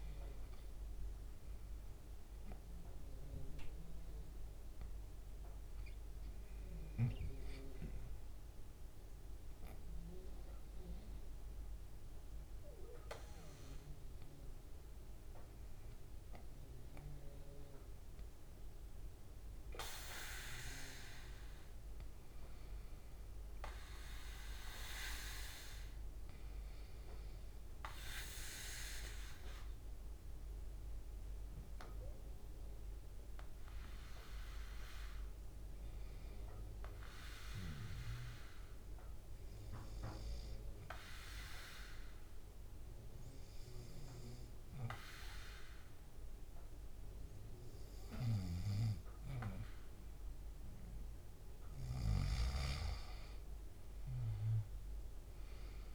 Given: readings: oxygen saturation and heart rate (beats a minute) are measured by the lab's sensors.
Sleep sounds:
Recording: breathing in sleep by a room microphone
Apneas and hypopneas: 2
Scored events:
3.00-14.00 s: hypopnea (oxygen 97% before, 91% lowest, heart rate 74 before, 72 extreme, up 1 after)
8.00-20.00 s: oxygen desaturation (device-marked, oxygen 96% before, 93% lowest, heart rate 74 before, 72 extreme)
19.50-23.00 s: arousal
40.00-51.00 s: obstructive apnea (oxygen 97% before, 88% lowest, heart rate 73 before, 69 extreme, up 4 after)
53.00-55.95 s: oxygen desaturation (device-marked, oxygen 97% before, 91% lowest, heart rate 72 before, 67 extreme)
54.00-55.95 s: arousal
From the record:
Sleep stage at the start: N2 (light sleep)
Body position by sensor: on the back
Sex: male

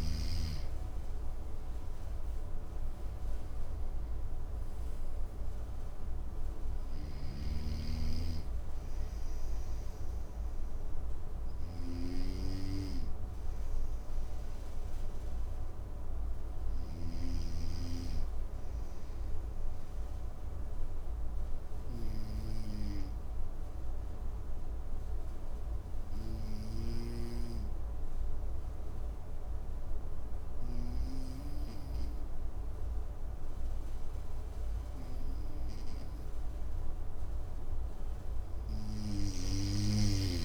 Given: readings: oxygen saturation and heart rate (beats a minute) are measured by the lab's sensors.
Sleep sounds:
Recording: breathing in sleep by a room microphone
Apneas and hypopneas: 1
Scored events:
6.00-16.50 s: snoring (device-marked)
18.50-35.00 s: obstructive apnea (oxygen 98% before, 93% lowest, heart rate 63 before, 56 extreme, up 6 after)
38.50-40.45 s: snoring (device-marked)
From the record:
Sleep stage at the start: N2 (light sleep)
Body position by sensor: on the right side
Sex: male

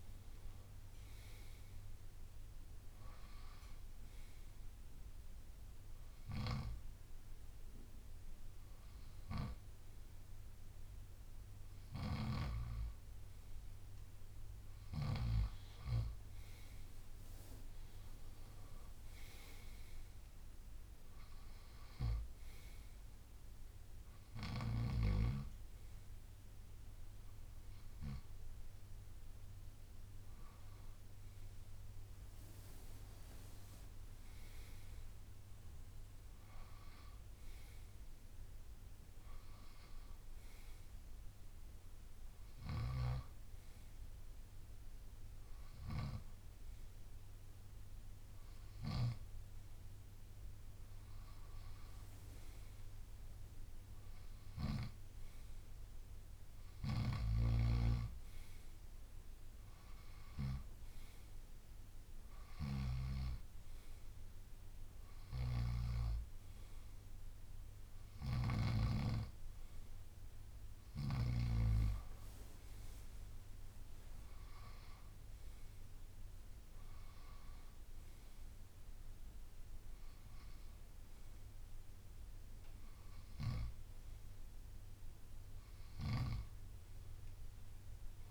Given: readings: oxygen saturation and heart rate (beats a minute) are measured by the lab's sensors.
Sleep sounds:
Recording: breathing in sleep by a room microphone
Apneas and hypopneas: 1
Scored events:
0.00-1.00 s: arousal
4.00-14.00 s: hypopnea (oxygen 97% before, 93% lowest, heart rate 60 before, 60 extreme, up 7 after)
13.50-22.50 s: drop in pulse transit time (device-marked, heart rate 62 before, 61 extreme)
16.50-20.50 s: arousal
21.50-38.50 s: oxygen desaturation (device-marked, oxygen 96% before, 93% lowest, heart rate 63 before, 59 extreme)
39.50-41.50 s: bradycardia (device-marked, heart rate 65 before, 62 extreme)
51.50-60.50 s: drop in pulse transit time (device-marked, heart rate 64 before, 63 extreme)
From the record:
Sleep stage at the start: N2 (light sleep)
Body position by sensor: on the right side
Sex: male

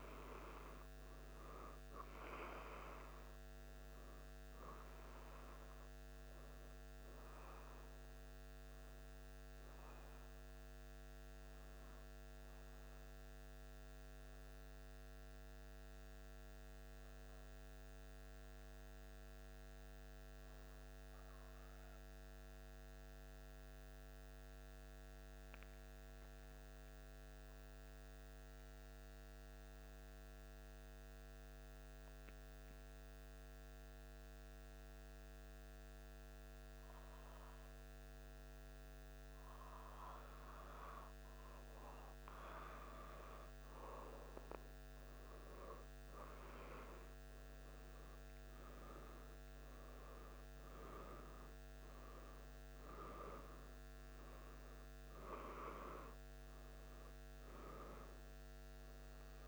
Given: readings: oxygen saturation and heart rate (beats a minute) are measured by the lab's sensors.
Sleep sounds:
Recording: breathing in sleep by a microphone on the trachea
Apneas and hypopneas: 1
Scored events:
10.00-39.50 s: obstructive apnea (oxygen 96% before, 94% lowest, heart rate 77 before, 75 extreme, up 0 after)
41.50-46.00 s: arousal
From the record:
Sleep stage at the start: N2 (light sleep)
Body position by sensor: on the back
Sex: male

